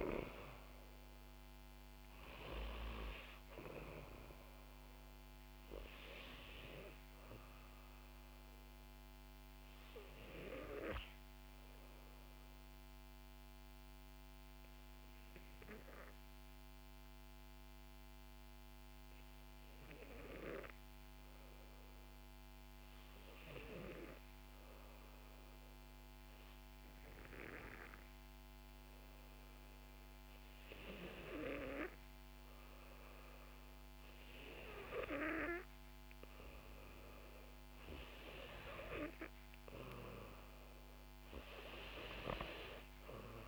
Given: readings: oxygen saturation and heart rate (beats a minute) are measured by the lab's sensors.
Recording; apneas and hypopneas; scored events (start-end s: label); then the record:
breathing in sleep by a microphone on the trachea; 1
9.50-30.50 s: obstructive apnea (oxygen 96% before, 91% lowest, heart rate 66 before, 59 extreme, up 1 after)
31.50-43.47 s: oxygen desaturation (device-marked, oxygen 96% before, 91% lowest, heart rate 61 before, 60 extreme)
33.00-36.50 s: arousal
From the record:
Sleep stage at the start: N2 (light sleep); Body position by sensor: on the back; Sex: female